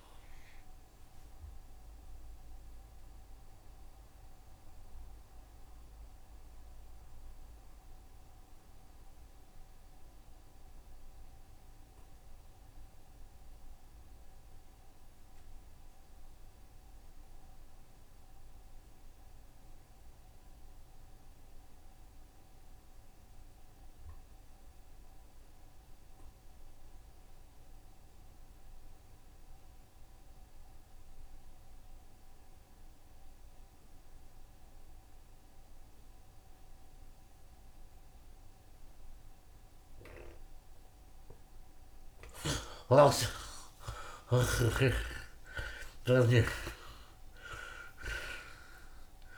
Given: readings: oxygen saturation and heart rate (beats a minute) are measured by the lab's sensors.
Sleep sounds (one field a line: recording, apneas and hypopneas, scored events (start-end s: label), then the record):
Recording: breathing in sleep by a room microphone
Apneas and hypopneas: 1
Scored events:
0.00-15.00 s: oxygen desaturation (device-marked, oxygen 51% lowest, heart rate 75 extreme)
2.00-39.00 s: mixed apnea (oxygen 81% before, 51% lowest, heart rate 86 before, 72 extreme, up 13 after)
17.00-49.38 s: oxygen desaturation (device-marked, oxygen 82% before, 51% lowest, heart rate 81 before, 70 extreme)
42.00-46.00 s: arousal
43.00-47.00 s: snoring (device-marked)
45.50-47.50 s: long interval between heartbeats (device-marked, heart rate 78 before, 87 extreme)
46.00-48.00 s: tachycardia (device-marked, heart rate 72 before, 99 extreme)
47.50-49.38 s: long interval between heartbeats (device-marked, heart rate 79 before, 99 extreme)
From the record:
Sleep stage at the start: N2 (light sleep)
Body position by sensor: on the right side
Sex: male